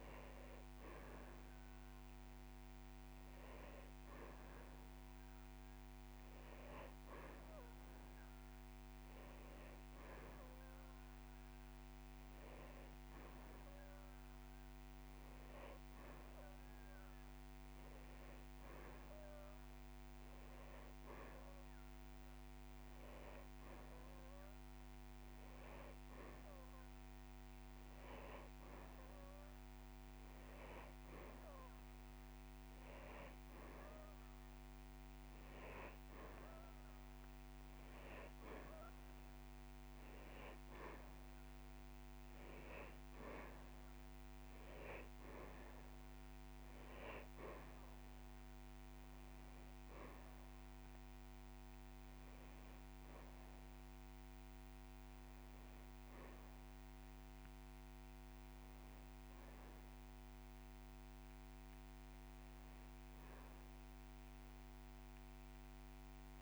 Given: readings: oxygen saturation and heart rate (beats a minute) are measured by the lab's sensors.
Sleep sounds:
breathing in sleep, hard to hear, by a microphone on the trachea; none
15.00-17.00 s: long interval between heartbeats (device-marked)
40.50-42.50 s: long interval between heartbeats (device-marked)
58.00-60.00 s: long interval between heartbeats (device-marked)
From the record:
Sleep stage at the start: N2 (light sleep); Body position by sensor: on the back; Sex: male

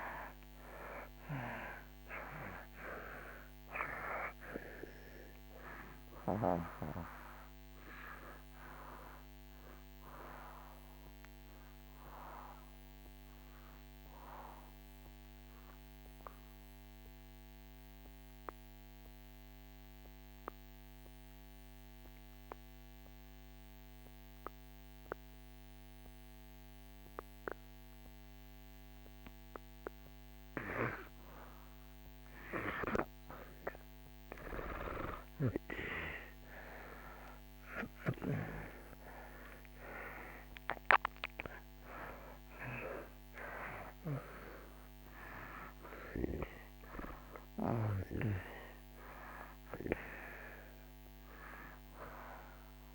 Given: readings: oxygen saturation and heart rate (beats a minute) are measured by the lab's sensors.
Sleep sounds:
breathing in sleep by a microphone on the trachea; 1
0.00-26.00 s: oxygen desaturation (device-marked, oxygen 75% lowest)
14.00-30.00 s: obstructive apnea (oxygen 95% before, 75% lowest)
22.00-52.95 s: new sleep stage, N2 (light sleep)
32.50-37.50 s: arousal
37.00-52.95 s: oxygen desaturation (device-marked, oxygen 96% before, 76% lowest)
From the record:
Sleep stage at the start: N1 (lightest sleep); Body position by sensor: on the back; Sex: male

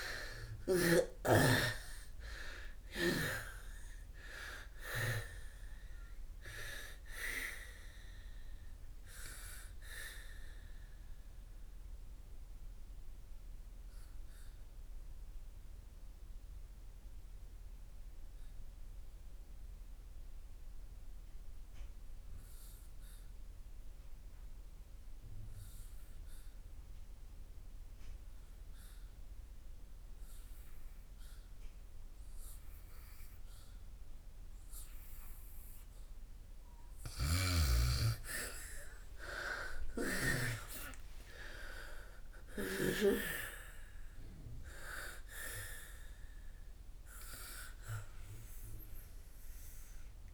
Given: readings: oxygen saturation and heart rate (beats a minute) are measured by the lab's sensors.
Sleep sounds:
breathing in sleep by a room microphone; 1
0.00-1.00 s: arousal
0.00-1.00 s: snoring (device-marked)
0.00-27.00 s: oxygen desaturation (device-marked, oxygen 78% lowest, heart rate 56 extreme)
11.00-35.00 s: obstructive apnea (oxygen 98% before, 78% lowest, heart rate 67 before, 56 extreme, up 20 after)
29.00-50.34 s: oxygen desaturation (device-marked, oxygen 99% before, 80% lowest, heart rate 62 before, 59 extreme)
37.50-41.00 s: arousal
From the record:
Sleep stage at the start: N2 (light sleep); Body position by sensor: on the back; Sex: female

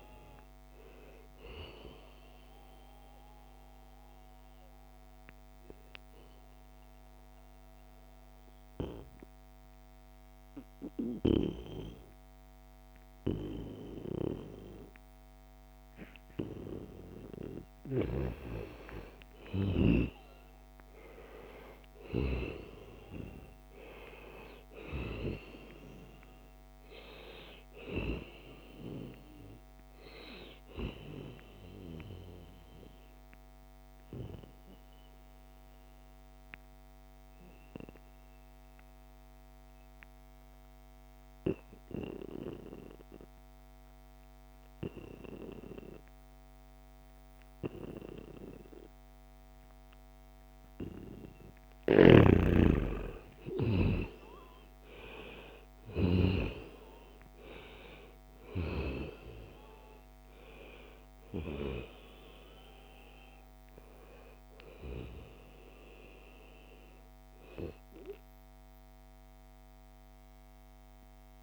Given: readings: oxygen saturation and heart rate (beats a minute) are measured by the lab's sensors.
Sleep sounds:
breathing in sleep by a microphone on the trachea; 2
0.00-18.50 s: oxygen desaturation (device-marked, oxygen 89% lowest, heart rate 73 extreme)
6.50-17.00 s: obstructive apnea (oxygen 96% before, 89% lowest, heart rate 81 before, 74 extreme, up 3 after)
18.50-23.00 s: arousal
33.00-50.50 s: obstructive apnea (oxygen 97% before, 90% lowest, heart rate 77 before, 72 extreme, up 1 after)
52.00-55.00 s: arousal
52.50-71.43 s: oxygen desaturation (device-marked, oxygen 95% before, 90% lowest, heart rate 75 before, 74 extreme)
From the record:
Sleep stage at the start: N2 (light sleep); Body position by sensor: on the back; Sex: male

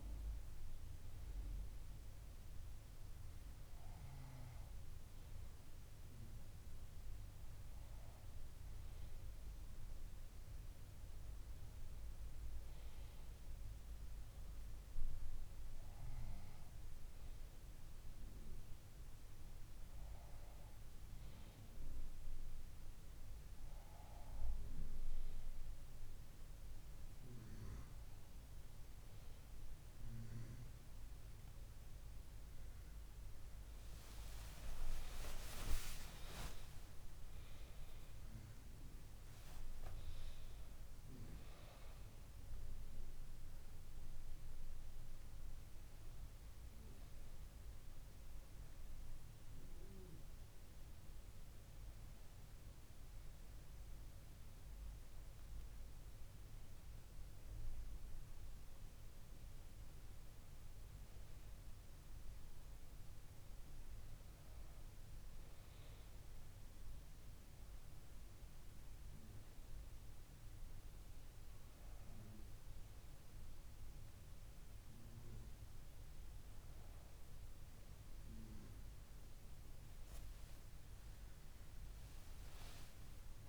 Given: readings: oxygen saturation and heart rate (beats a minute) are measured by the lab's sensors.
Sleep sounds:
breathing in sleep by a room microphone; none
34.00-38.00 s: arousal
81.00-83.49 s: arousal
From the record:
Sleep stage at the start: N1 (lightest sleep); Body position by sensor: on the back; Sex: female

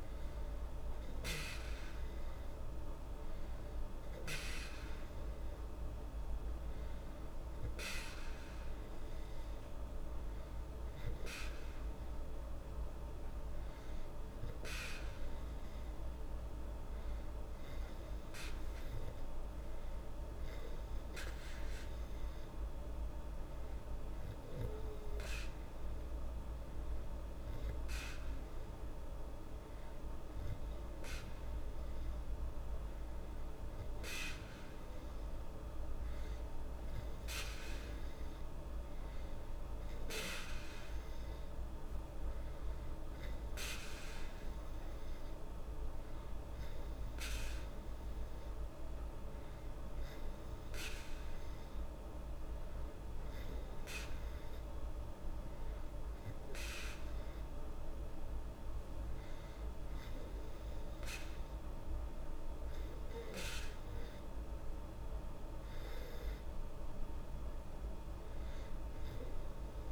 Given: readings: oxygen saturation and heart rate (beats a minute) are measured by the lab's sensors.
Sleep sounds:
breathing in sleep by a room microphone; none
none scored
From the record:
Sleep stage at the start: N2 (light sleep); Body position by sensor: on the back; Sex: female

